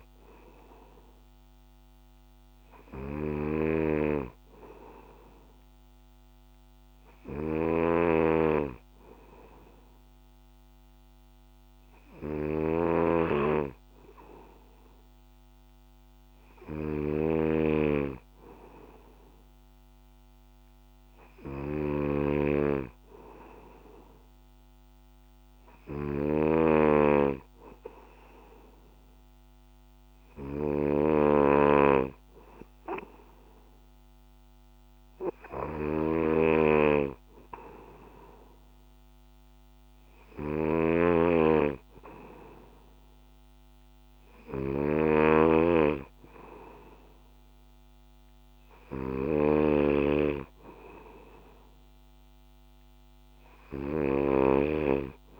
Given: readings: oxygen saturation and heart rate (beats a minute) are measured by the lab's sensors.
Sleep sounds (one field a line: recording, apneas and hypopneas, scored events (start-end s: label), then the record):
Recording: breathing in sleep by a microphone on the trachea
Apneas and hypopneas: none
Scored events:
0.00-55.39 s: snoring (device-marked)
From the record:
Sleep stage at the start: N2 (light sleep)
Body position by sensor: on the back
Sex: male